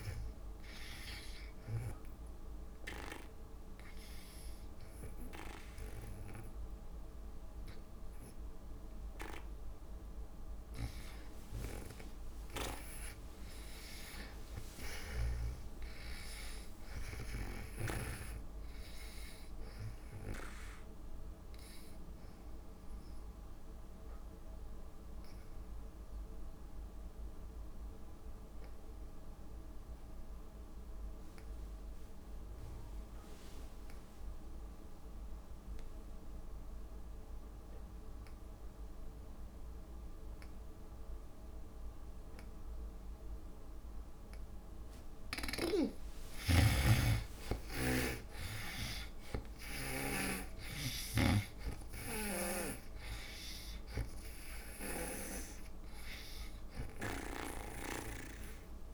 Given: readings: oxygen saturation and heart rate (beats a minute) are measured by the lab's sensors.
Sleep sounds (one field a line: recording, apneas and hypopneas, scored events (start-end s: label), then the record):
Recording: breathing in sleep by a room microphone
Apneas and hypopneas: 2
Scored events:
0.50-11.50 s: oxygen desaturation (device-marked, oxygen 94% before, 84% lowest)
1.00-11.50 s: hypopnea (oxygen 97% before, 68% lowest)
14.00-18.50 s: arousal
24.00-44.50 s: obstructive apnea (oxygen 97% before, 68% lowest)
38.50-58.94 s: oxygen desaturation (device-marked, oxygen 96% before, 68% lowest)
47.50-52.00 s: arousal
50.50-58.94 s: snoring (device-marked)
From the record:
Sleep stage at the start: N2 (light sleep)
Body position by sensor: on the back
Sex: female